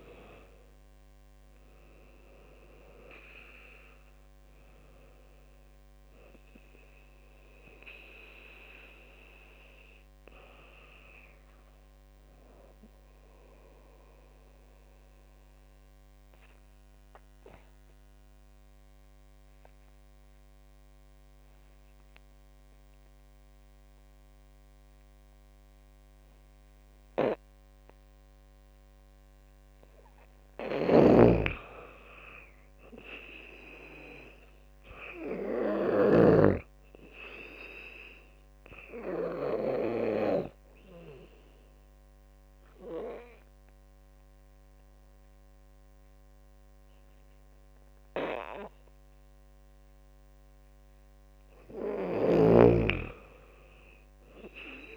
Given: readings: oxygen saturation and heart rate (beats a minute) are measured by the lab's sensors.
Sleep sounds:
breathing in sleep by a microphone on the trachea; 2
0.00-11.00 s: drop in pulse transit time (device-marked, heart rate 73 extreme)
2.00-21.00 s: oxygen desaturation (device-marked, oxygen 97% before, 88% lowest, heart rate 78 before, 70 extreme)
13.00-28.50 s: obstructive apnea (oxygen 97% before, 90% lowest, heart rate 81 before, 73 extreme, up 11 after)
30.50-34.00 s: arousal
30.50-36.00 s: snoring (device-marked)
32.00-43.00 s: drop in pulse transit time (device-marked, heart rate 76 before, 83 extreme)
36.00-52.00 s: oxygen desaturation (device-marked, oxygen 98% before, 91% lowest, heart rate 79 before, 70 extreme)
39.00-50.00 s: obstructive apnea (oxygen 99% before, 89% lowest, heart rate 81 before, 70 extreme, up 4 after)
51.50-54.50 s: arousal
From the record:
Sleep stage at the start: N2 (light sleep); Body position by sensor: on the back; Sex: female

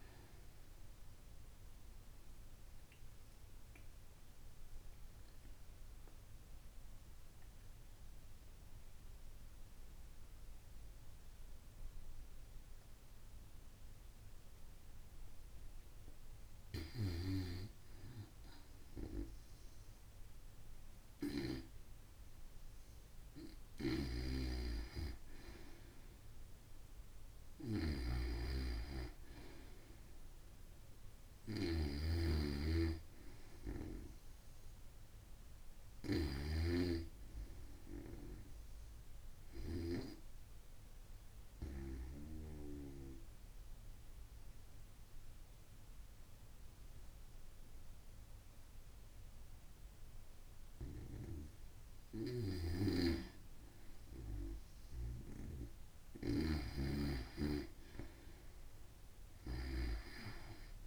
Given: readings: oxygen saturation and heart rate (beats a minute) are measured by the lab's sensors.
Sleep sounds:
breathing in sleep by a room microphone; 2
0.00-19.50 s: oxygen desaturation (device-marked, oxygen 90% lowest, heart rate 56 extreme)
2.00-15.50 s: obstructive apnea (oxygen 95% before, 90% lowest, heart rate 82 before, 56 extreme)
17.50-21.50 s: arousal
21.50-34.50 s: oxygen desaturation (device-marked, oxygen 94% before, 90% lowest, heart rate 82 before, 54 extreme)
23.50-36.00 s: snoring (device-marked)
40.50-52.50 s: obstructive apnea (oxygen 94% before, 92% lowest, heart rate 77 before, 54 extreme, up 5 after)
52.00-56.00 s: snoring (device-marked)
56.50-60.87 s: arousal
59.50-60.87 s: oxygen desaturation (device-marked, oxygen 96% before, 92% lowest, heart rate 58 before, 56 extreme)
From the record:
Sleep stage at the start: N2 (light sleep); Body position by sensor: on the back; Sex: female

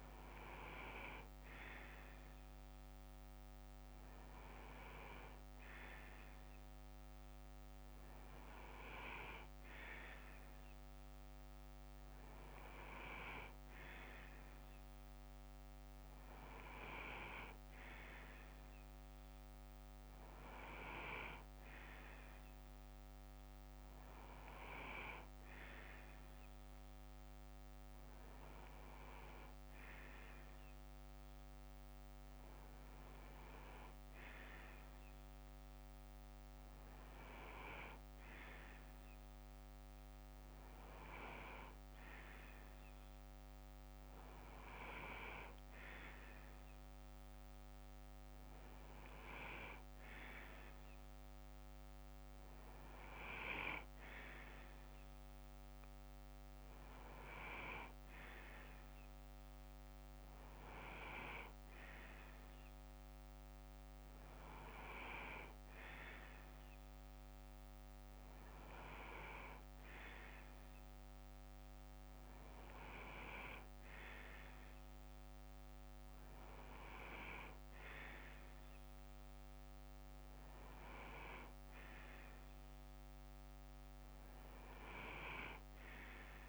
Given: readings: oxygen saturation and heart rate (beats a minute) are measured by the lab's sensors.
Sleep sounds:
breathing in sleep by a microphone on the trachea; none
1.50-5.50 s: bradycardia (device-marked, heart rate 61 before, 59 extreme)
13.50-23.50 s: bradycardia (device-marked, heart rate 61 before, 58 extreme)
62.50-66.50 s: bradycardia (device-marked, heart rate 61 before, 56 extreme)
77.50-83.50 s: bradycardia (device-marked, heart rate 61 before, 59 extreme)
From the record:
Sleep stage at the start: N2 (light sleep); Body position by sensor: on the left side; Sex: male

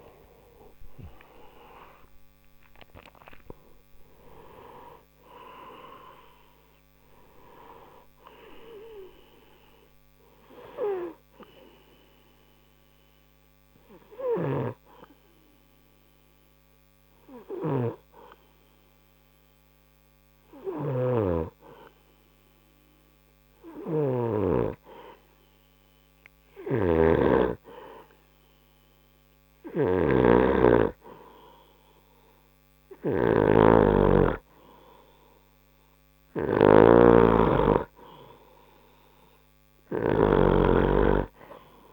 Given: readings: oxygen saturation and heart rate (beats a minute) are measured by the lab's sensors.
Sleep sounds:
breathing in sleep by a microphone on the trachea; 1
0.00-1.50 s: arousal
12.00-23.00 s: hypopnea (oxygen 96% before, 92% lowest, heart rate 62 before, 50 extreme, up 1 after)
14.00-41.93 s: snoring (device-marked)
25.00-28.50 s: arousal
From the record:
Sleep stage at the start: N2 (light sleep); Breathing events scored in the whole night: 471 in 6.8 hours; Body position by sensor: on the right side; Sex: male

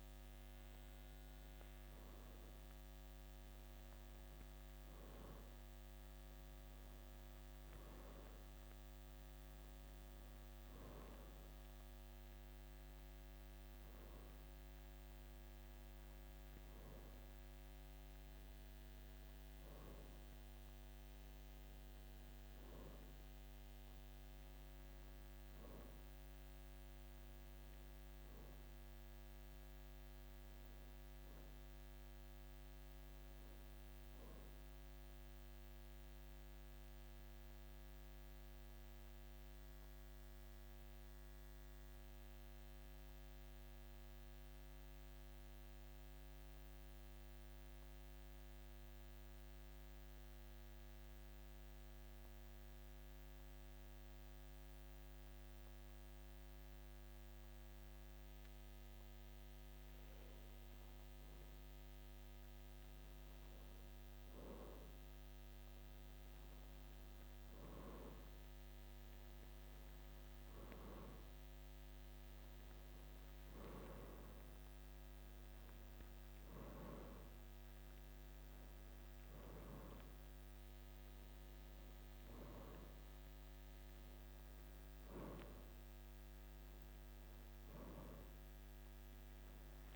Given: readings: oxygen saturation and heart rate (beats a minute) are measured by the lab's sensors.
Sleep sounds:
breathing in sleep, hard to hear, by a microphone on the trachea; 1
19.00-44.00 s: oxygen desaturation (device-marked, oxygen 94% before, 91% lowest, heart rate 54 before, 52 extreme)
36.00-59.00 s: obstructive apnea (oxygen 94% before, 90% lowest, heart rate 54 before, 52 extreme, up 2 after)
60.50-65.00 s: arousal
From the record:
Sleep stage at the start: REM sleep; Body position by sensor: on the back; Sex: male

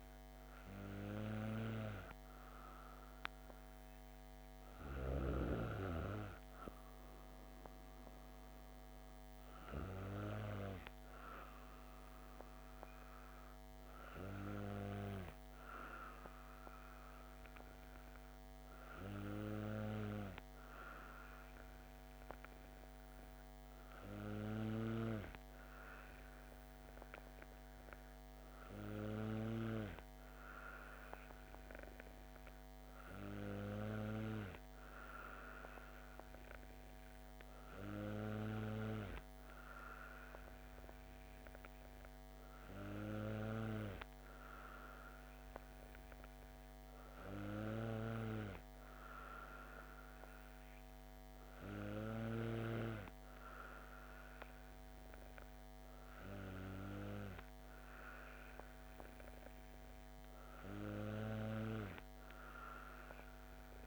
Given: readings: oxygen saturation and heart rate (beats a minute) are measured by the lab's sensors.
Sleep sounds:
breathing in sleep by a microphone on the trachea; none
47.50-52.50 s: snoring (device-marked)
From the record:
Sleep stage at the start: N2 (light sleep); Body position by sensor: on the back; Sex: female

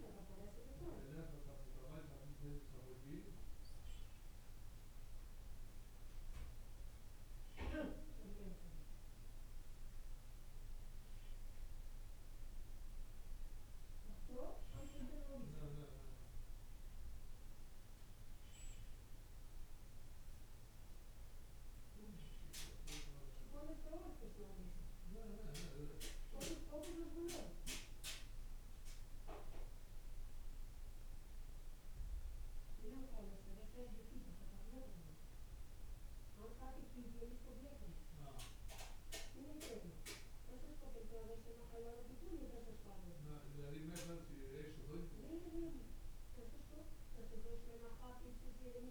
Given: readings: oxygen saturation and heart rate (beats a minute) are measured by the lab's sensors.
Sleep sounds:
breathing in sleep by a room microphone; none
none scored
From the record:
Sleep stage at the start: N2 (light sleep); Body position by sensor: on the right side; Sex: male

